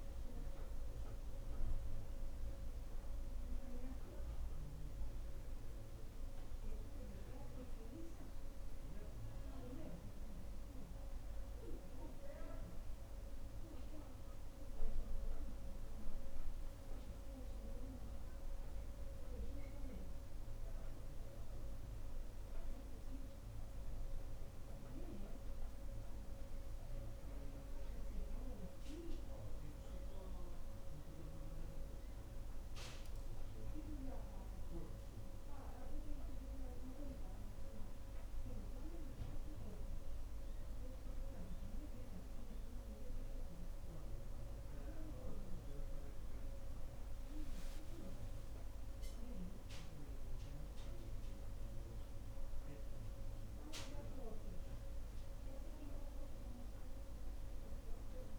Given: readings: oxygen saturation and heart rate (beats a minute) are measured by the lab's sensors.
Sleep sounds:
a person partly awake in a sleep study, by a room microphone; none
0.00-12.00 s: oxygen desaturation (device-marked, oxygen 93% lowest, heart rate 58 extreme)
2.00-58.39 s: new sleep stage, N1 (lightest sleep)
45.50-50.00 s: arousal
From the record:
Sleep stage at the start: awake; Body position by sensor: on the right side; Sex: female

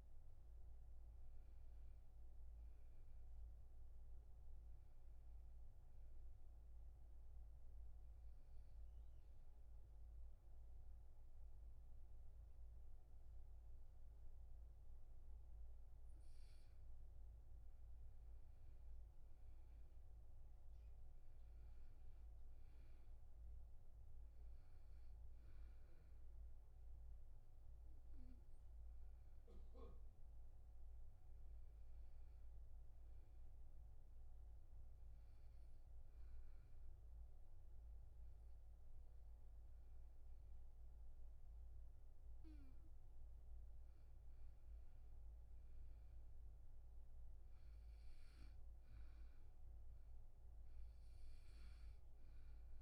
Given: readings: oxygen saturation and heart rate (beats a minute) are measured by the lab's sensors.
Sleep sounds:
breathing in sleep, hard to hear, by a room microphone; 2
0.00-17.00 s: oxygen desaturation (device-marked, oxygen 92% lowest, heart rate 65 extreme)
6.50-17.00 s: obstructive apnea (oxygen 97% before, 92% lowest, heart rate 75 before, 65 extreme, up 6 after)
19.00-23.50 s: arousal
28.00-37.00 s: oxygen desaturation (device-marked, oxygen 98% before, 94% lowest, heart rate 71 before, 60 extreme)
34.50-44.50 s: obstructive apnea (oxygen 98% before, 90% lowest, heart rate 71 before, 60 extreme, up 9 after)
46.00-49.00 s: arousal
From the record:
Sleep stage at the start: N2 (light sleep); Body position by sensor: on the back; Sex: male

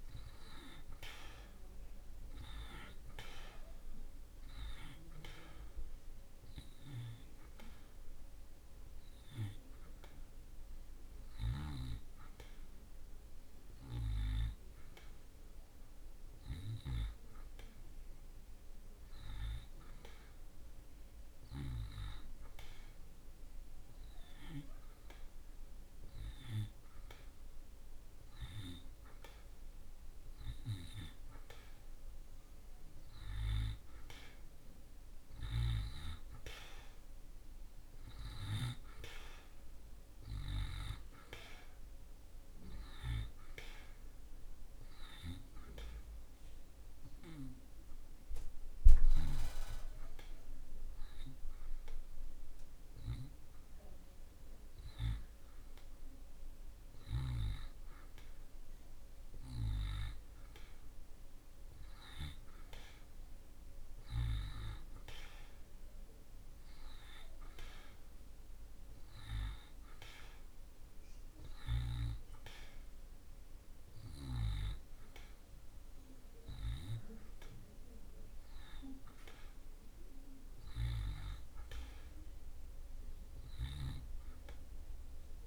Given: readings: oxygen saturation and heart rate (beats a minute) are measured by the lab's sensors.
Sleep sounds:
breathing in sleep by a room microphone; 2
0.00-25.00 s: oxygen desaturation (device-marked, oxygen 85% lowest)
6.00-30.00 s: hypopnea (oxygen 95% before, 85% lowest)
32.00-36.50 s: arousal
46.00-57.00 s: hypopnea (oxygen 92% before, 87% lowest)
75.00-85.47 s: oxygen desaturation (device-marked, oxygen 93% before, 87% lowest)
From the record:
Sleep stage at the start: N2 (light sleep); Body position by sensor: on the back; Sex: male

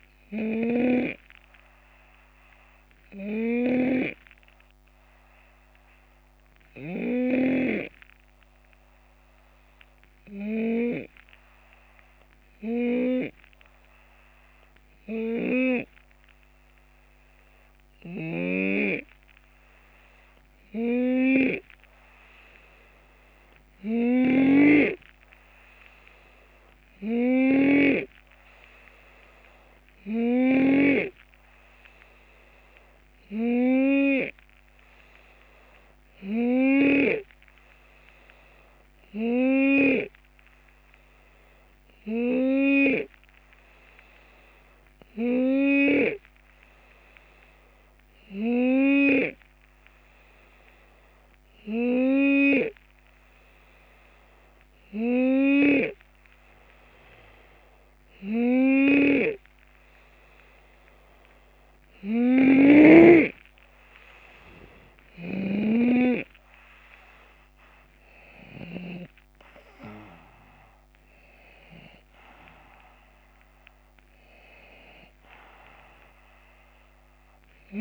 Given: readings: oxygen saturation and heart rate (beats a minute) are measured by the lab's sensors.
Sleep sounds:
breathing in sleep by a microphone on the trachea; 1
1.50-57.50 s: hypopnea (oxygen 92% before, 88% lowest, heart rate 76 before, 71 extreme, up 5 after)
18.00-28.00 s: snoring (device-marked)
58.50-69.00 s: snoring (device-marked)
65.00-77.81 s: drop in pulse transit time (device-marked, heart rate 73 before, 75 extreme)
69.00-75.00 s: arousal
From the record:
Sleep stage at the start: N2 (light sleep); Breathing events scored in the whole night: 321 in 4.1 hours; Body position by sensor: on the left side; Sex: male

